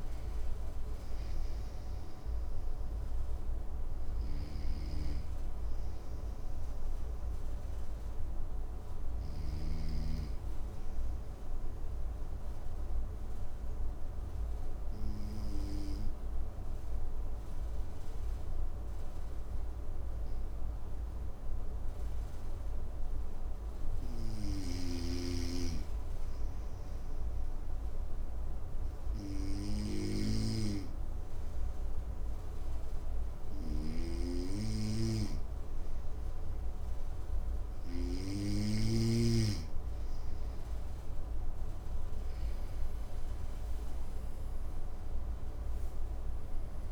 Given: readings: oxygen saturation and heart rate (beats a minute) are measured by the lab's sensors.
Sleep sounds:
breathing in sleep by a room microphone; 1
0.00-4.50 s: oxygen desaturation (device-marked, oxygen 92% lowest, heart rate 55 extreme)
3.50-9.00 s: snoring (device-marked)
11.00-22.50 s: obstructive apnea (oxygen 96% before, 93% lowest, heart rate 65 before, 56 extreme, up 2 after)
25.00-30.50 s: arousal
33.00-37.50 s: snoring (device-marked)
From the record:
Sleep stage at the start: N2 (light sleep); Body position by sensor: on the right side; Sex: male

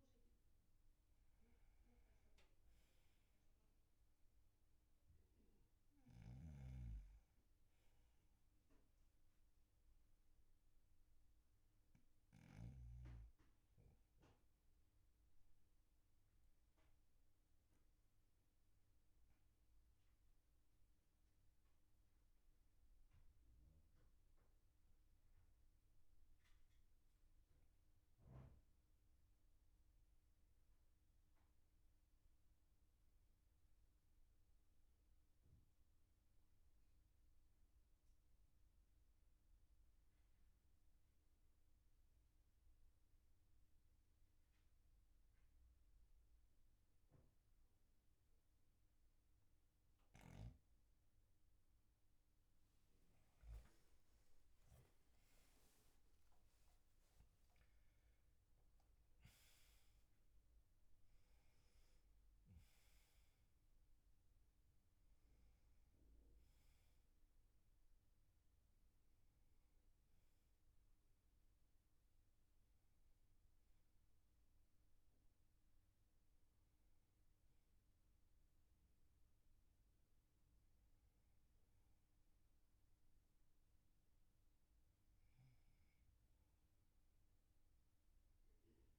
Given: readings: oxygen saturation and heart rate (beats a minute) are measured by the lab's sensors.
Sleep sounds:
breathing in sleep, hard to hear, by a room microphone; 1
10.50-14.00 s: arousal
14.50-30.50 s: oxygen desaturation (device-marked, oxygen 98% before, 94% lowest, heart rate 45 before, 38 extreme)
16.00-50.50 s: obstructive apnea (oxygen 98% before, 90% lowest, heart rate 46 before, 38 extreme, up 4 after)
53.00-57.50 s: arousal
77.50-88.98 s: oxygen desaturation (device-marked, oxygen 97% before, 90% lowest, heart rate 50 before, 42 extreme)
79.50-83.50 s: arousal
From the record:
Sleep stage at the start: N2 (light sleep); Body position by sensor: on the back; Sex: male

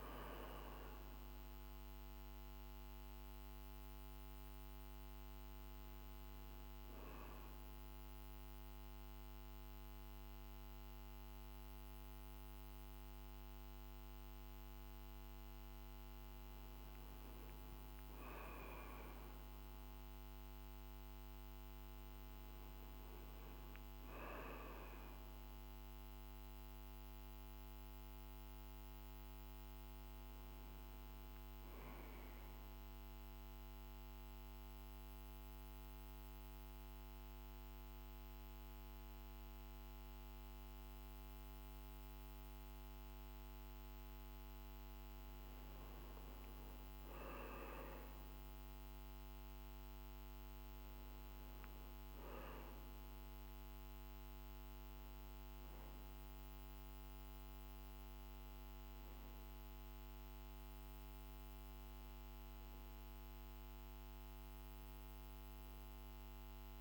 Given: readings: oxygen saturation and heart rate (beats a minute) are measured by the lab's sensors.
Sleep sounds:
breathing in sleep, hard to hear, by a microphone on the trachea; none
none scored
From the record:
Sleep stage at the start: N1 (lightest sleep); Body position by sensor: on the back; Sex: male

